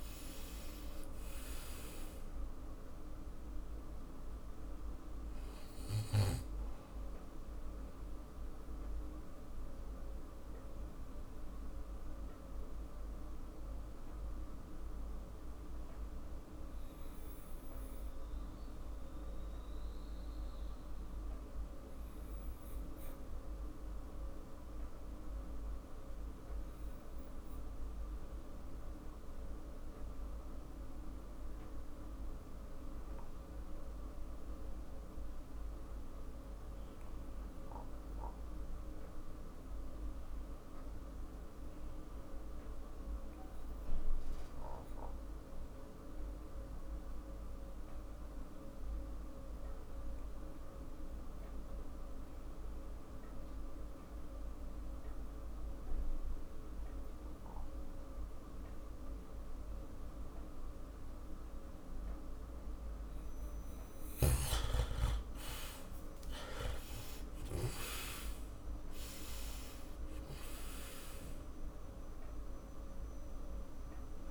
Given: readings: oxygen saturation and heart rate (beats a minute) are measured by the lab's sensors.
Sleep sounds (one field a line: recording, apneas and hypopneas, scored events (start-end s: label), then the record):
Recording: breathing in sleep, hard to hear, by a room microphone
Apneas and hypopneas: 1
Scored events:
7.50-62.00 s: mixed apnea (oxygen 99% before, 77% lowest, heart rate 55 before, 43 extreme, up 15 after)
21.50-36.50 s: oxygen desaturation (device-marked, oxygen 97% before, 89% lowest, heart rate 52 before, 44 extreme)
55.50-74.31 s: oxygen desaturation (device-marked, oxygen 97% before, 91% lowest, heart rate 48 before, 43 extreme)
65.50-72.00 s: arousal
From the record:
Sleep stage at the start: N2 (light sleep)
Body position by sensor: on the back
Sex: male